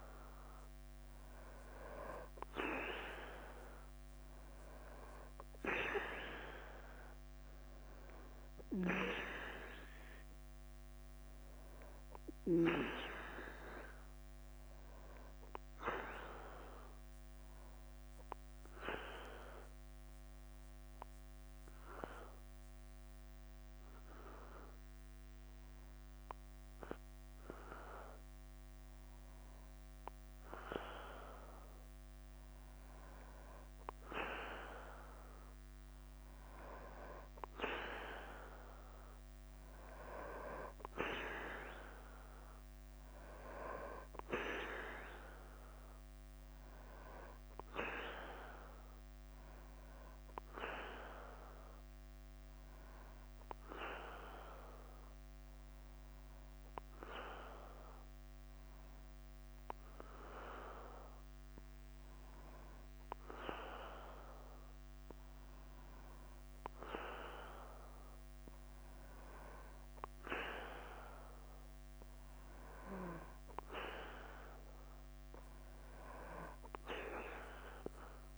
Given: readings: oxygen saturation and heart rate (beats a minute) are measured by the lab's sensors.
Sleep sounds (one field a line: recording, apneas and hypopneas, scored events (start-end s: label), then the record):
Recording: breathing in sleep by a microphone on the trachea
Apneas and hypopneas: 2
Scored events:
0.00-1.50 s: arousal
0.00-78.38 s: bradycardia (device-marked, heart rate 44 extreme)
18.00-33.00 s: obstructive apnea (oxygen 95% before, 91% lowest, heart rate 52 before, 49 extreme, up 1 after)
35.50-38.50 s: arousal
44.00-65.00 s: oxygen desaturation (device-marked, oxygen 95% before, 91% lowest, heart rate 50 before, 50 extreme)
50.00-66.00 s: hypopnea (oxygen 95% before, 91% lowest, heart rate 51 before, 50 extreme, up 1 after)
69.00-72.00 s: arousal
From the record:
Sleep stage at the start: N2 (light sleep)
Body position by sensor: on the back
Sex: male